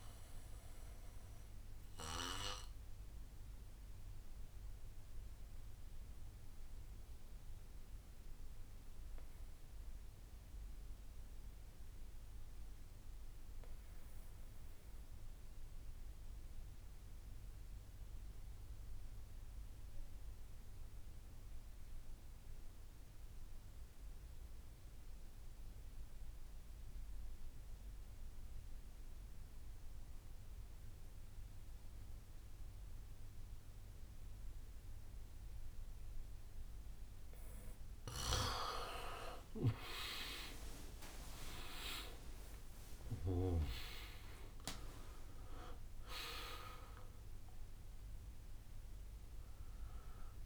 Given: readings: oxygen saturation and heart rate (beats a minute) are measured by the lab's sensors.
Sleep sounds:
breathing in sleep by a room microphone; 1
0.00-10.50 s: oxygen desaturation (device-marked, oxygen 88% lowest, heart rate 56 extreme)
1.00-36.00 s: obstructive apnea (oxygen 99% before, 85% lowest, heart rate 70 before, 52 extreme, up 48 after)
1.50-9.50 s: bradycardia (device-marked, heart rate 69 before, 56 extreme)
20.50-22.50 s: bradycardia (device-marked, heart rate 68 before, 62 extreme)
25.50-50.46 s: oxygen desaturation (device-marked, oxygen 98% before, 85% lowest, heart rate 60 before, 52 extreme)
39.00-45.00 s: arousal
39.50-46.50 s: tachycardia (device-marked, heart rate 68 before, 129 extreme)
40.50-50.46 s: drop in pulse transit time (device-marked, heart rate 62 before, 60 extreme)
41.50-43.50 s: long interval between heartbeats (device-marked, heart rate 62 before, 84 extreme)
45.50-47.50 s: long interval between heartbeats (device-marked, heart rate 72 before, 128 extreme)
From the record:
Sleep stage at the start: N2 (light sleep); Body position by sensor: on the back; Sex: male

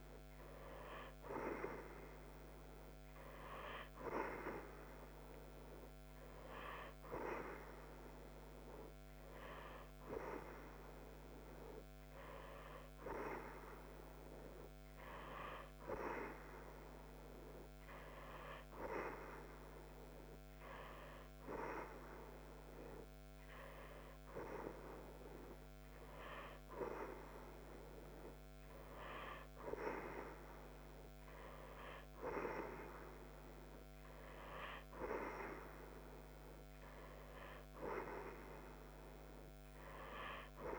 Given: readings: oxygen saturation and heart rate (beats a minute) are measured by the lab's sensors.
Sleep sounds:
breathing in sleep by a microphone on the trachea; none
none scored
From the record:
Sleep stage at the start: N2 (light sleep); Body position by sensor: on the right side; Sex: female

